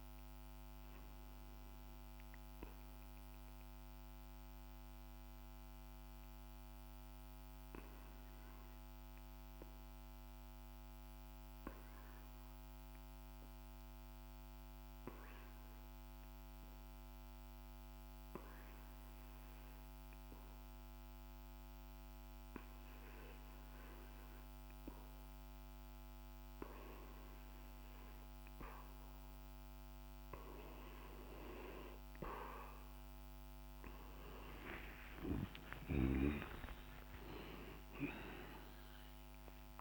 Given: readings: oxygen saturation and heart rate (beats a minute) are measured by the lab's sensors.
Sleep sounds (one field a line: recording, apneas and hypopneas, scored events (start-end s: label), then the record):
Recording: breathing in sleep by a microphone on the trachea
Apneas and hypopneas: 1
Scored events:
3.50-24.50 s: obstructive apnea (oxygen 99% before, 92% lowest, heart rate 52 before, 50 extreme, up 4 after)
28.00-39.81 s: oxygen desaturation (device-marked, oxygen 97% before, 92% lowest, heart rate 51 before, 50 extreme)
34.00-38.00 s: arousal
From the record:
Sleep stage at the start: REM sleep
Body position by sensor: on the back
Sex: male